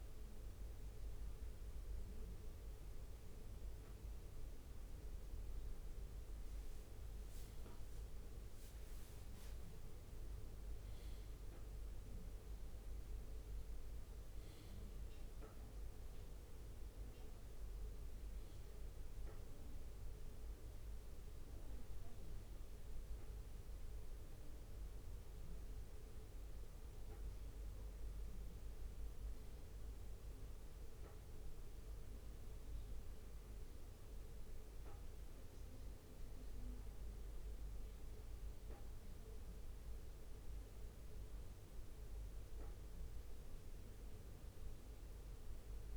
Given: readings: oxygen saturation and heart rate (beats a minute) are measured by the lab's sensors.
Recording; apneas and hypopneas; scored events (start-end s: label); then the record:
a person awake in a sleep study, hard to hear, by a room microphone; none
34.50-45.96 s: new sleep stage, N1 (lightest sleep)
43.50-45.96 s: bradycardia (device-marked, heart rate 62 before, 58 extreme)
From the record:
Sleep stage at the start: awake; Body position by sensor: on the back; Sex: male